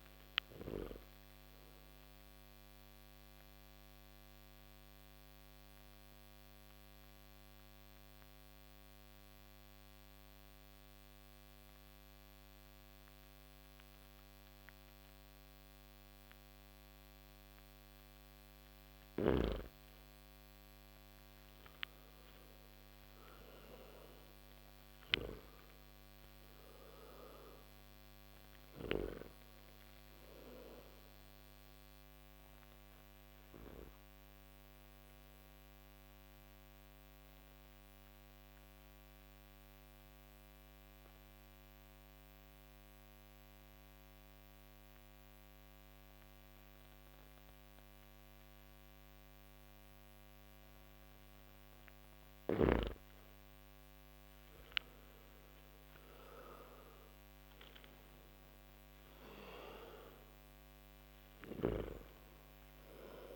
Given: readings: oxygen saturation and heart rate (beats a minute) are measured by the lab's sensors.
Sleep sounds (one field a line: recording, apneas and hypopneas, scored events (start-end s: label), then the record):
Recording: breathing in sleep by a microphone on the trachea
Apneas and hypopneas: 2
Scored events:
0.00-16.50 s: oxygen desaturation (device-marked, oxygen 85% lowest)
2.00-18.00 s: mixed apnea (oxygen 97% before, 85% lowest)
21.00-25.00 s: arousal
30.50-47.50 s: oxygen desaturation (device-marked, oxygen 97% before, 90% lowest)
32.00-51.50 s: obstructive apnea (oxygen 98% before, 88% lowest)
55.50-63.36 s: oxygen desaturation (device-marked, oxygen 97% before, 88% lowest)
57.50-61.00 s: arousal
From the record:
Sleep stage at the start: N2 (light sleep)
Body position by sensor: on the back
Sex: male